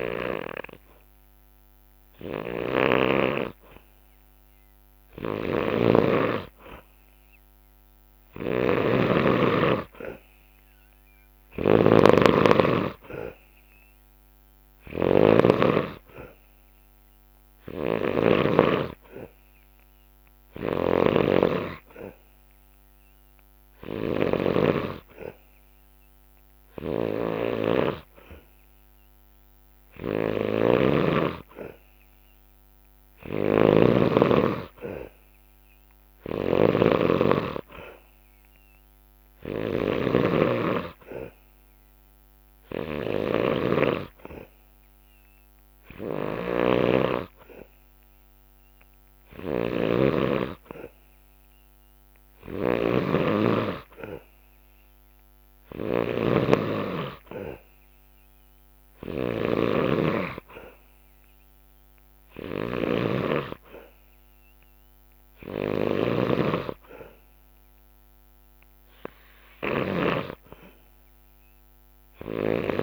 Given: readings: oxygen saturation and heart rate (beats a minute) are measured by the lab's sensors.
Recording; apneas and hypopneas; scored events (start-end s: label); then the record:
breathing in sleep by a microphone on the trachea; none
2.00-70.00 s: snoring (device-marked)
From the record:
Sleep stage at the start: N2 (light sleep); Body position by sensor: on the back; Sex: male